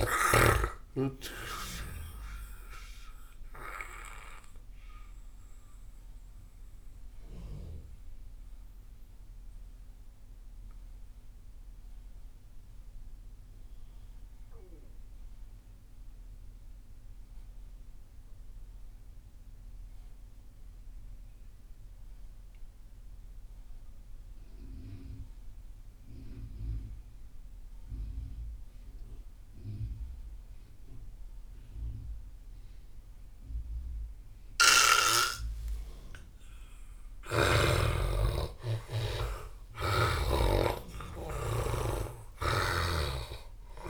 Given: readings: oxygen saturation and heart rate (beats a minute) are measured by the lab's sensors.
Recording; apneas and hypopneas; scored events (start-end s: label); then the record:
breathing in sleep by a room microphone; 1
0.00-14.00 s: oxygen desaturation (device-marked, oxygen 83% lowest)
4.50-36.50 s: mixed apnea (oxygen 98% before, 82% lowest)
34.00-43.90 s: oxygen desaturation (device-marked, oxygen 97% before, 82% lowest)
37.50-41.50 s: arousal
41.50-43.90 s: snoring (device-marked)
From the record:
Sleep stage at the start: N2 (light sleep); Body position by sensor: on the back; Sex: male